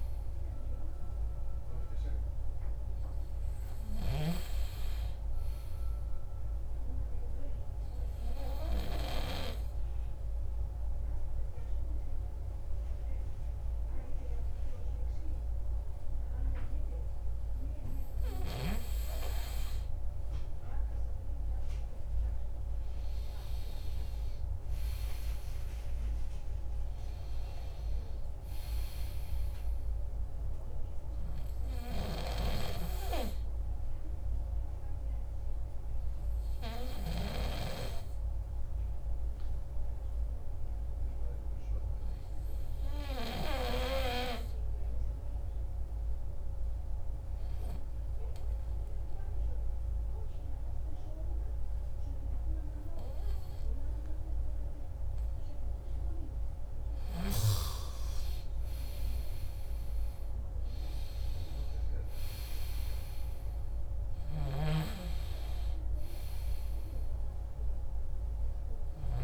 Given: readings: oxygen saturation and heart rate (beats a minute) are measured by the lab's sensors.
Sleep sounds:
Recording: breathing in sleep by a room microphone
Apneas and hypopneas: 2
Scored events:
5.50-19.00 s: obstructive apnea (oxygen 98% before, 94% lowest, heart rate 80 before, 63 extreme, up 16 after)
20.50-25.00 s: arousal
33.50-54.50 s: obstructive apnea (oxygen 98% before, 94% lowest, heart rate 73 before, 60 extreme, up 14 after)
56.50-61.50 s: arousal
64.00-69.00 s: snoring (device-marked)
From the record:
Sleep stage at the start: N2 (light sleep)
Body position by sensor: on the right side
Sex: male

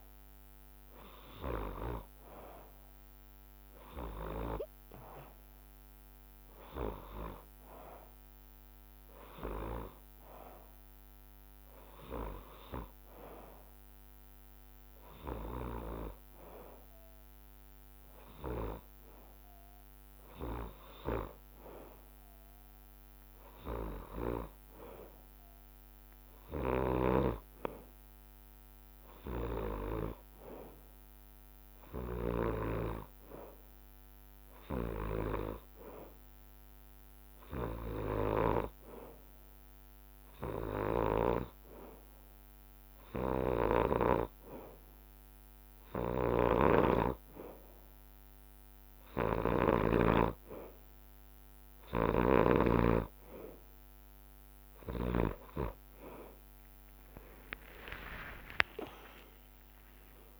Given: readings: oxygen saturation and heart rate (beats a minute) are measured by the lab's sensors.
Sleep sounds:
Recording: breathing in sleep by a microphone on the trachea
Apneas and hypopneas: none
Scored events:
57.00-60.40 s: arousal
58.50-60.40 s: drop in pulse transit time (device-marked, heart rate 65 before, 63 extreme)
From the record:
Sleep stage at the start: N2 (light sleep)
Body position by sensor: on the back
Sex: male

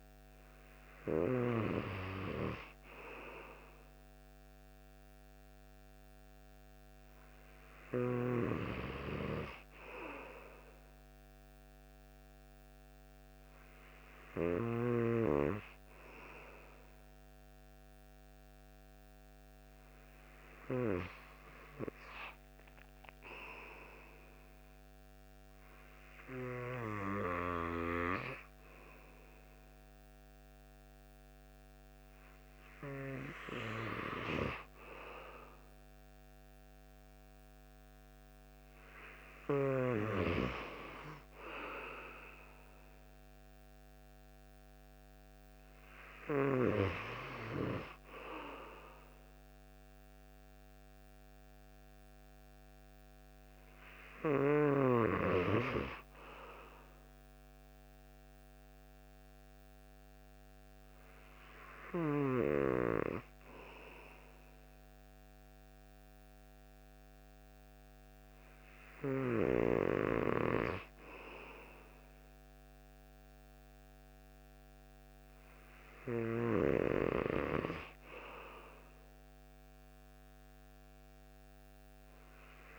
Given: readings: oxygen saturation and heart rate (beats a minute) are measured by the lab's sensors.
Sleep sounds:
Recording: breathing in sleep by a microphone on the trachea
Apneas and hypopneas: none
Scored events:
none scored
From the record:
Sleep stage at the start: N2 (light sleep)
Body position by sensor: on the right side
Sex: male

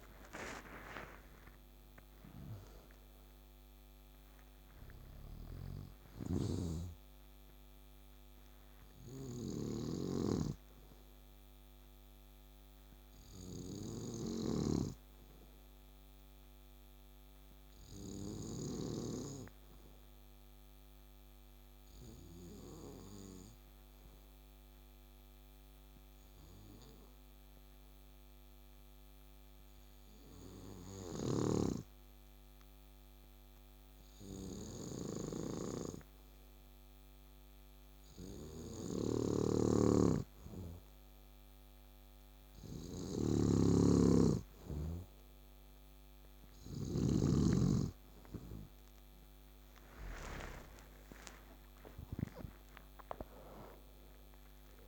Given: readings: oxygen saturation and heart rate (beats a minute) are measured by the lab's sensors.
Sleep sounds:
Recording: breathing in sleep by a microphone on the trachea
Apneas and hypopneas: 1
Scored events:
0.00-1.00 s: arousal
0.00-17.00 s: oxygen desaturation (device-marked, oxygen 96% before, 93% lowest, heart rate 63 before, 61 extreme)
4.50-14.50 s: snoring (device-marked)
6.00-48.50 s: obstructive apnea (oxygen 97% before, 93% lowest, heart rate 66 before, 60 extreme, up 12 after)
38.50-50.00 s: snoring (device-marked)
40.00-54.88 s: oxygen desaturation (device-marked, oxygen 99% before, 93% lowest, heart rate 63 before, 60 extreme)
49.50-54.00 s: arousal
From the record:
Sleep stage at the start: N2 (light sleep)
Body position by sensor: on the back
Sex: male

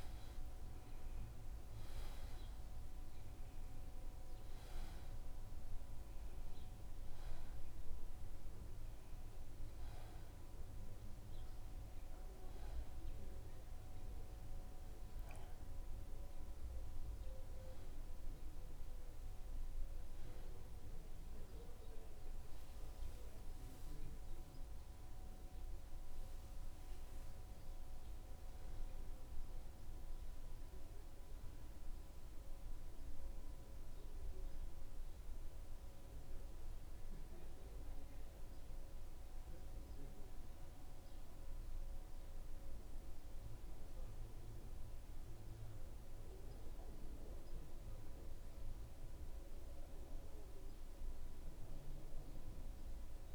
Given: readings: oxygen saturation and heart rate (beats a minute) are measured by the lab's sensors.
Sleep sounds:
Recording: a person partly awake in a sleep study, hard to hear, by a room microphone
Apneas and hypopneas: none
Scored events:
20.50-50.50 s: new sleep stage, N1 (lightest sleep)
38.50-53.35 s: oxygen desaturation (device-marked, oxygen 95% before, 88% lowest, heart rate 77 before, 75 extreme)
50.50-53.35 s: new sleep stage, N2 (light sleep)
From the record:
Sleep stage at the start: awake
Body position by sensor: on the back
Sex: male

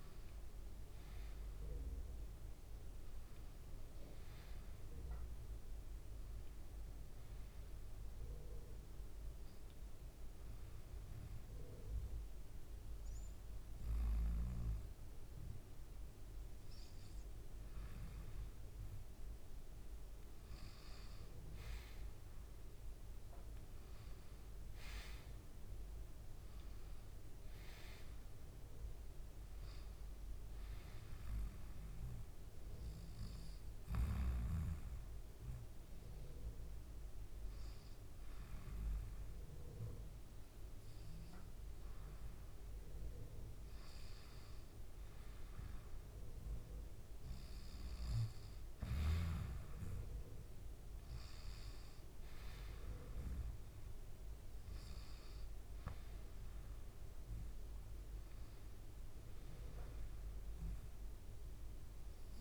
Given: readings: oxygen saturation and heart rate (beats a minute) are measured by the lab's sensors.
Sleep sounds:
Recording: breathing in sleep by a room microphone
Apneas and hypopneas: 2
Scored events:
0.00-2.00 s: oxygen desaturation (device-marked, oxygen 90% lowest, heart rate 69 extreme)
3.00-6.50 s: arousal
10.00-20.50 s: hypopnea (oxygen 96% before, 90% lowest, heart rate 73 before, 69 extreme, up 4 after)
21.50-25.50 s: arousal
28.00-47.00 s: oxygen desaturation (device-marked, oxygen 95% before, 90% lowest, heart rate 71 before, 70 extreme)
33.50-43.50 s: hypopnea (oxygen 96% before, 90% lowest, heart rate 71 before, 70 extreme, up 1 after)
48.00-51.50 s: arousal
From the record:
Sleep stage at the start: N2 (light sleep)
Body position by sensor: on the back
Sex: male

